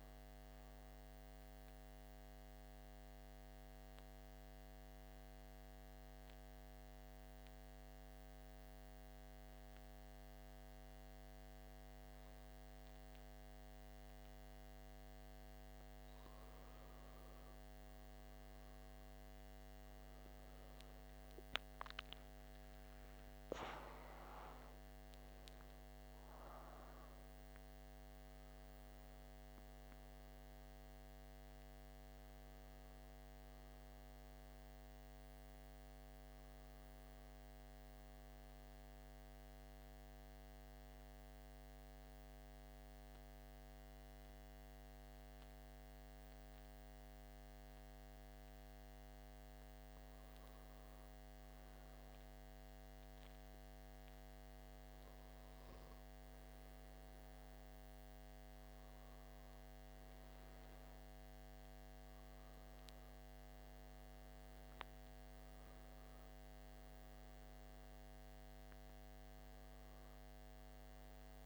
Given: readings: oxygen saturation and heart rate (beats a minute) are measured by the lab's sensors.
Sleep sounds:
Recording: breathing in sleep, hard to hear, by a microphone on the trachea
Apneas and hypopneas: 2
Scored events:
0.00-7.50 s: oxygen desaturation (device-marked, oxygen 91% lowest, heart rate 52 extreme)
1.00-14.50 s: central apnea (oxygen 96% before, 91% lowest, heart rate 64 before, 52 extreme, up 7 after)
19.00-23.50 s: arousal
21.50-40.50 s: oxygen desaturation (device-marked, oxygen 98% before, 91% lowest, heart rate 53 before, 53 extreme)
38.00-49.00 s: central apnea (oxygen 98% before, 90% lowest, heart rate 62 before, 53 extreme, up 2 after)
53.00-58.00 s: arousal
60.50-71.46 s: oxygen desaturation (device-marked, oxygen 97% before, 93% lowest, heart rate 54 before, 54 extreme)
From the record:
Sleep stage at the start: N2 (light sleep)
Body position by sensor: on the back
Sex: male

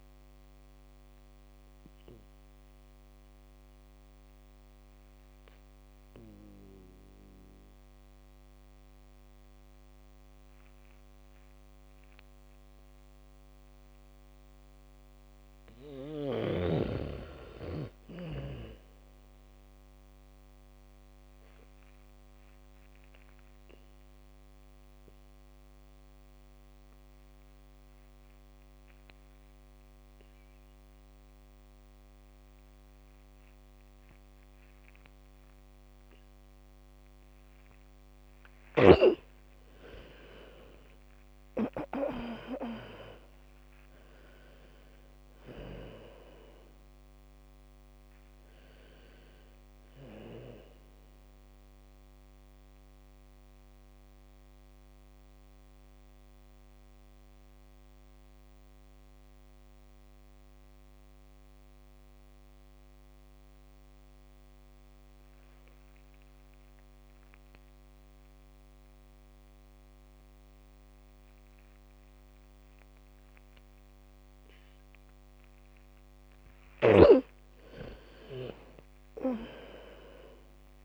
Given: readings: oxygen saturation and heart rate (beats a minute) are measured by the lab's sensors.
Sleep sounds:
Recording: breathing in sleep by a microphone on the trachea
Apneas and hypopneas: 3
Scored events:
0.00-12.00 s: oxygen desaturation (device-marked, oxygen 79% lowest, heart rate 37 extreme)
0.50-15.50 s: mixed apnea (oxygen 100% before, 79% lowest, heart rate 50 before, 40 extreme, up 27 after)
9.00-15.00 s: bradycardia (device-marked, heart rate 69 before, 45 extreme)
18.00-21.50 s: arousal
22.00-36.00 s: oxygen desaturation (device-marked, oxygen 99% before, 90% lowest)
28.00-39.50 s: obstructive apnea (oxygen 99% before, 80% lowest)
34.00-48.00 s: bradycardia (device-marked)
40.50-44.50 s: arousal
44.00-66.00 s: oxygen desaturation (device-marked, oxygen 97% before, 81% lowest, heart rate 61 before, 38 extreme)
51.00-57.00 s: bradycardia (device-marked, heart rate 67 before, 47 extreme)
53.50-76.50 s: mixed apnea (oxygen 97% before, 80% lowest, heart rate 46 before, 38 extreme, up 20 after)
70.00-80.84 s: bradycardia (device-marked, heart rate 68 before, 38 extreme)
76.00-80.84 s: oxygen desaturation (device-marked, oxygen 100% before, 80% lowest, heart rate 63 before, 39 extreme)
78.00-80.84 s: arousal
From the record:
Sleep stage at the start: N2 (light sleep)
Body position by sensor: on the back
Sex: female

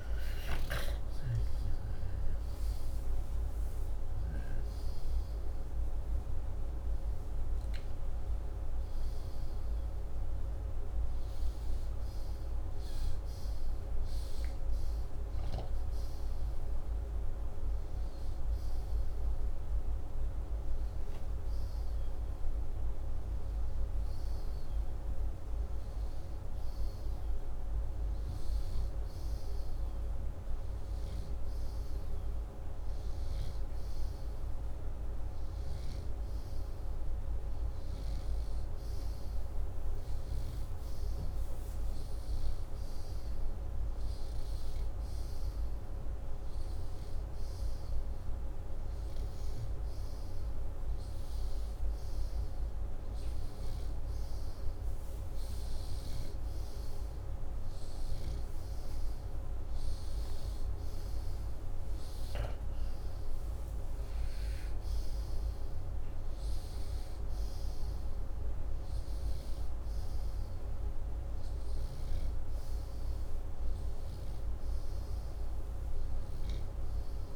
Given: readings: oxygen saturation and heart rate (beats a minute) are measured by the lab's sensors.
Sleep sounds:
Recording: breathing in sleep, hard to hear, by a room microphone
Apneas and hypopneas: none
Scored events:
0.00-5.50 s: arousal
31.50-36.50 s: snoring (device-marked)
40.00-51.00 s: oxygen desaturation (device-marked, oxygen 96% before, 93% lowest, heart rate 79 before, 80 extreme)
From the record:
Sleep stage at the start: N2 (light sleep)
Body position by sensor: upright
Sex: male

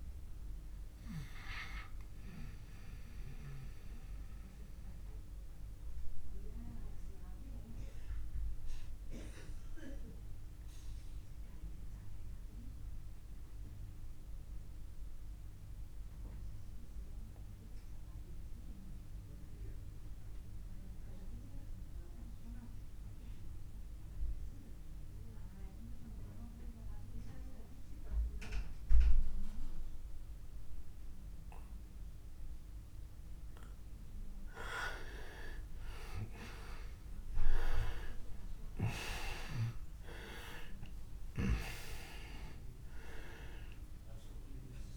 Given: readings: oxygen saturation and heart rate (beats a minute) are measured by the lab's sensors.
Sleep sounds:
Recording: breathing in sleep by a room microphone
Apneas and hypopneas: 1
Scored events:
1.50-22.50 s: oxygen desaturation (device-marked, oxygen 88% before, 79% lowest)
2.50-32.00 s: obstructive apnea (oxygen 94% before, 79% lowest)
34.50-39.00 s: arousal
41.50-44.97 s: oxygen desaturation (device-marked, oxygen 99% before, 89% lowest)
From the record:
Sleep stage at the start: N2 (light sleep)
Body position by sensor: on the back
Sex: male

